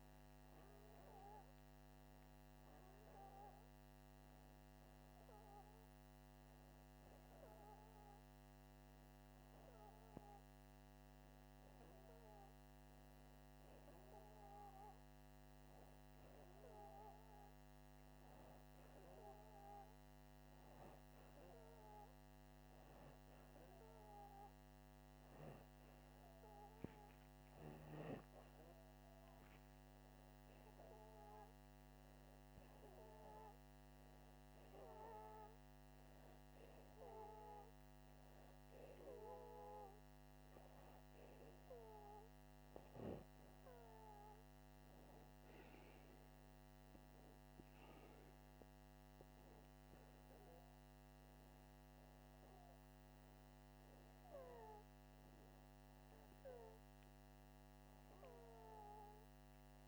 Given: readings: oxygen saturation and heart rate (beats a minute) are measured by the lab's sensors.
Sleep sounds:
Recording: breathing in sleep by a microphone on the trachea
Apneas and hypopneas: none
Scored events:
none scored
From the record:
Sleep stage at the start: N2 (light sleep)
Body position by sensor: upright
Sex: male

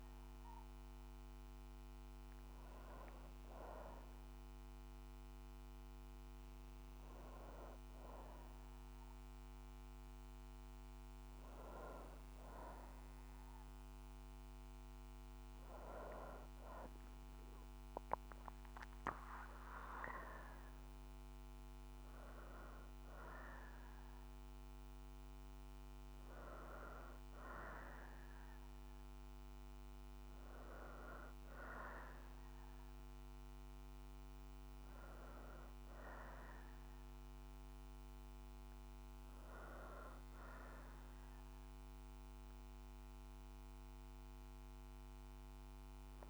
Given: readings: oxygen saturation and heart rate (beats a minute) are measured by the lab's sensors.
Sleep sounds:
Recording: breathing in sleep by a microphone on the trachea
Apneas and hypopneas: none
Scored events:
none scored
From the record:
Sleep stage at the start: N2 (light sleep)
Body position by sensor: on the back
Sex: female

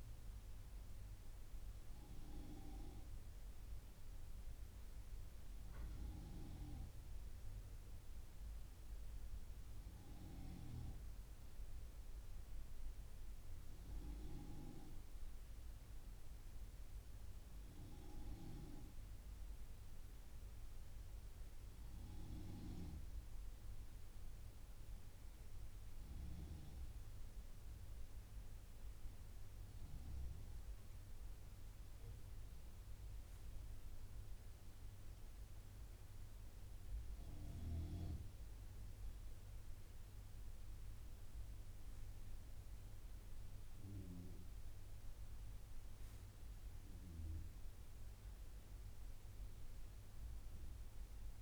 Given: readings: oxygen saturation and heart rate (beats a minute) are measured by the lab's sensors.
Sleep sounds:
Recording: breathing in sleep by a room microphone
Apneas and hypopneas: 1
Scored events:
9.50-20.50 s: hypopnea (oxygen 97% before, 93% lowest)
23.00-27.00 s: arousal
From the record:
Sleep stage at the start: N2 (light sleep)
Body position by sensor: on the right side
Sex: male

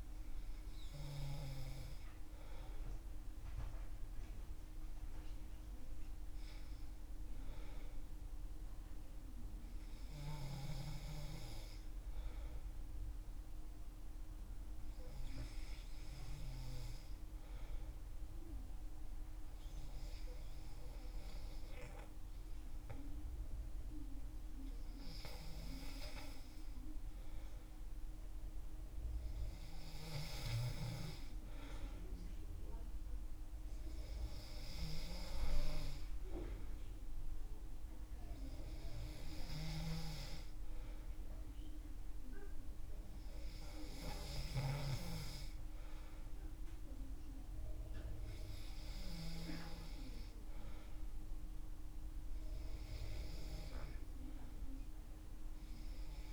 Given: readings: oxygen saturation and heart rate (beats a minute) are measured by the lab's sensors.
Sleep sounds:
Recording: breathing in sleep by a room microphone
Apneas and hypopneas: none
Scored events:
none scored
From the record:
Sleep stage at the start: N2 (light sleep)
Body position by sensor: on the back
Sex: male

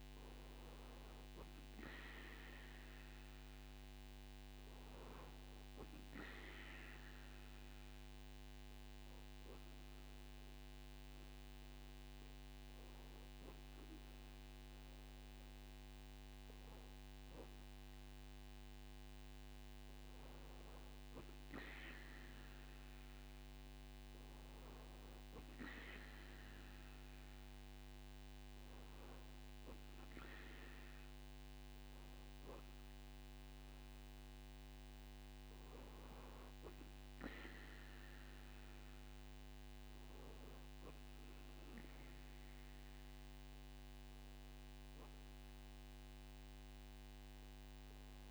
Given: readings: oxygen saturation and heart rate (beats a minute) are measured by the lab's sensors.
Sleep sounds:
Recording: breathing in sleep, hard to hear, by a microphone on the trachea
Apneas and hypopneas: none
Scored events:
none scored
From the record:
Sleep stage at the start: REM sleep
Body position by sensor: on the right side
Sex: male

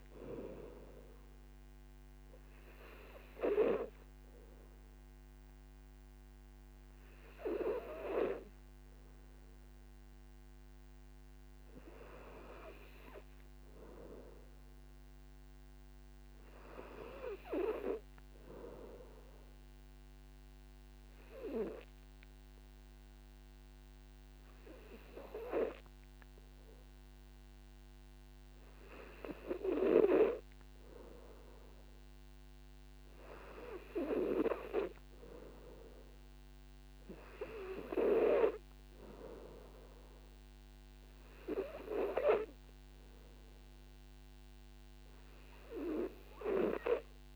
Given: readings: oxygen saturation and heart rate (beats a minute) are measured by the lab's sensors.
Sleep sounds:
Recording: breathing in sleep by a microphone on the trachea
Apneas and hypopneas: none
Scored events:
41.50-47.36 s: oxygen desaturation (device-marked, oxygen 96% before, 92% lowest, heart rate 55 before, 52 extreme)
From the record:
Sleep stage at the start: N2 (light sleep)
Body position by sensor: on the back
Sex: male

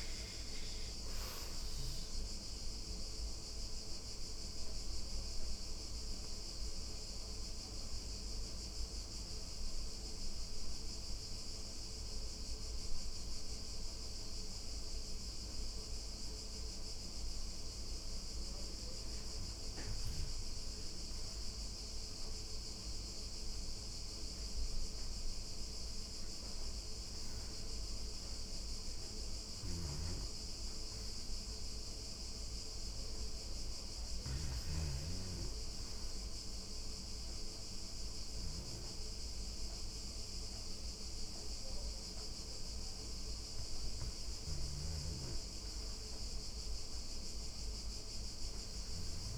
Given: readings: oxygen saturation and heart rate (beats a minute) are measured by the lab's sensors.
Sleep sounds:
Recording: breathing in sleep, hard to hear, by a room microphone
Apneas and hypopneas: 2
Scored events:
2.50-17.50 s: obstructive apnea (oxygen 99% before, 79% lowest, heart rate 171 before, 29 extreme, up 52 after)
5.50-10.50 s: oxygen desaturation (device-marked, oxygen 99% before, 88% lowest, heart rate 173 before, 29 extreme)
15.50-39.50 s: oxygen desaturation (device-marked, oxygen 98% before, 83% lowest, heart rate 179 before, 29 extreme)
22.00-27.50 s: arousal
28.50-34.00 s: snoring (device-marked)
35.00-45.00 s: mixed apnea (oxygen 98% before, 77% lowest, heart rate 141 before, 74 extreme)
47.00-49.38 s: arousal
From the record:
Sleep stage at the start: REM sleep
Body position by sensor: on the back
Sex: female

